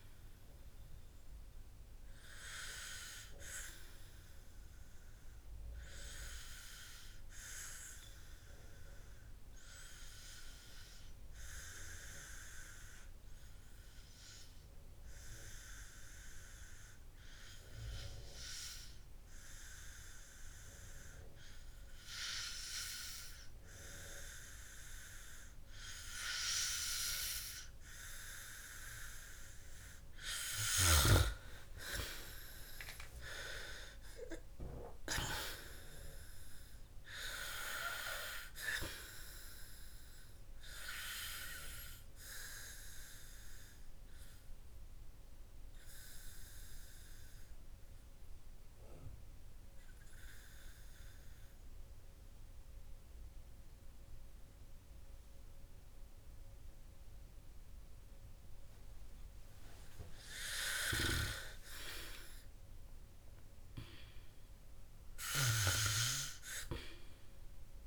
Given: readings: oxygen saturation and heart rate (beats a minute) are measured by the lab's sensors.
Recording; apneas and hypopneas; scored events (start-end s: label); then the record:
breathing in sleep by a room microphone; 2
0.00-2.50 s: arousal
7.00-28.00 s: hypopnea (oxygen 97% before, 94% lowest, heart rate 55 before, 49 extreme, up 8 after)
33.00-36.50 s: arousal
46.50-61.50 s: hypopnea (oxygen 99% before, 94% lowest, heart rate 65 before, 48 extreme, up 21 after)
58.00-67.87 s: oxygen desaturation (device-marked, oxygen 97% before, 94% lowest, heart rate 59 before, 53 extreme)
63.50-67.00 s: arousal
From the record:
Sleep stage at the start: N2 (light sleep); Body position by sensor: on the back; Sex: male